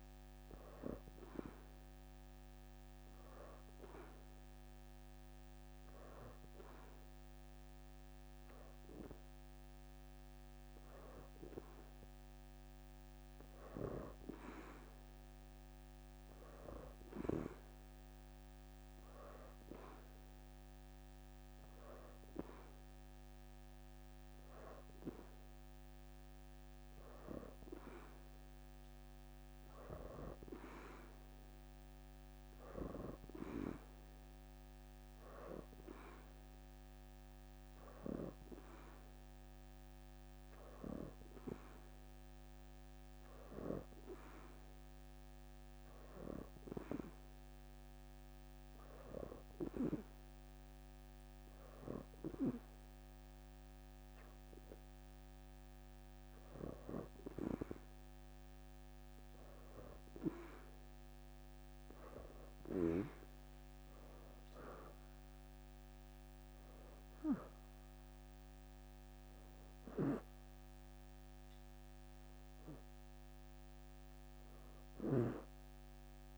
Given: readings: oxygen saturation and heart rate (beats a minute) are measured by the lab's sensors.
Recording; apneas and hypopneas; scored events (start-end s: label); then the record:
breathing in sleep by a microphone on the trachea; 2
0.00-10.00 s: oxygen desaturation (device-marked, oxygen 87% lowest, heart rate 81 extreme)
17.00-32.00 s: oxygen desaturation (device-marked, oxygen 93% before, 86% lowest, heart rate 83 before, 81 extreme)
17.50-28.00 s: hypopnea (oxygen 93% before, 85% lowest, heart rate 83 before, 81 extreme, up 3 after)
31.50-36.00 s: arousal
37.00-47.00 s: oxygen desaturation (device-marked, oxygen 90% before, 87% lowest, heart rate 83 before, 83 extreme)
50.00-60.00 s: hypopnea (oxygen 91% before, 85% lowest, heart rate 84 before, 81 extreme, up 16 after)
63.50-65.00 s: leg movement (device-marked)
64.00-68.00 s: arousal
66.00-76.37 s: oxygen desaturation (device-marked, oxygen 89% before, 85% lowest, heart rate 85 before, 81 extreme)
From the record:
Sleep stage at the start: N2 (light sleep); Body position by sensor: on the back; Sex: female